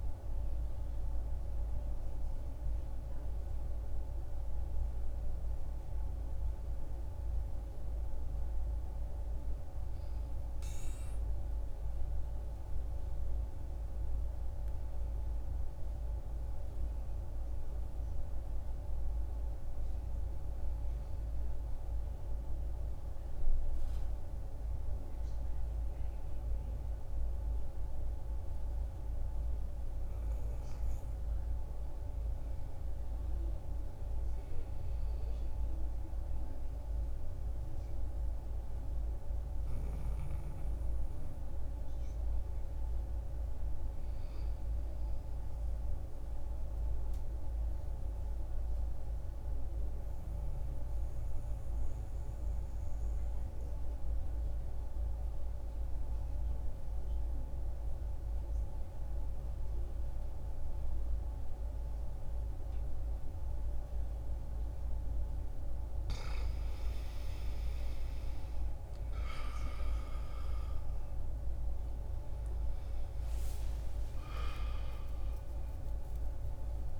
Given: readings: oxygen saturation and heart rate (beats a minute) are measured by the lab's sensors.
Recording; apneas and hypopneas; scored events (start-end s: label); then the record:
breathing in sleep, hard to hear, by a room microphone; 2
0.50-31.50 s: oxygen desaturation (device-marked, oxygen 97% before, 91% lowest, heart rate 91 before, 65 extreme)
14.00-18.00 s: arousal
21.50-31.50 s: mixed apnea (oxygen 97% before, 82% lowest, heart rate 75 before, 65 extreme, up 3 after)
33.00-36.00 s: arousal
43.50-50.50 s: oxygen desaturation (device-marked, oxygen 93% before, 90% lowest, heart rate 67 before, 65 extreme)
44.00-65.00 s: obstructive apnea (oxygen 94% before, 81% lowest, heart rate 67 before, 65 extreme, up 3 after)
64.50-77.00 s: oxygen desaturation (device-marked, oxygen 93% before, 81% lowest, heart rate 67 before, 63 extreme)
69.00-74.00 s: arousal
From the record:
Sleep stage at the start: N2 (light sleep); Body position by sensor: on the back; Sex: male